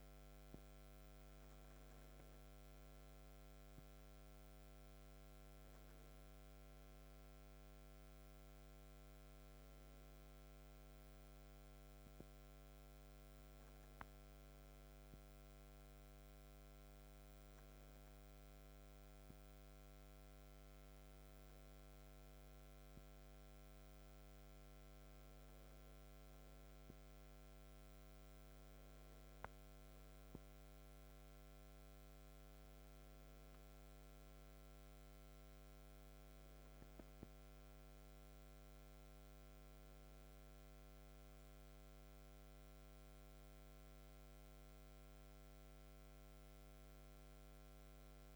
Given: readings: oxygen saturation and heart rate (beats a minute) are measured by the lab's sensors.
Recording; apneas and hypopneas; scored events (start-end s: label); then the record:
breathing in sleep, hard to hear, by a microphone on the trachea; none
5.00-48.36 s: new sleep stage, N2 (light sleep)
From the record:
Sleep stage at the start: N1 (lightest sleep); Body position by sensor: on the back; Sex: male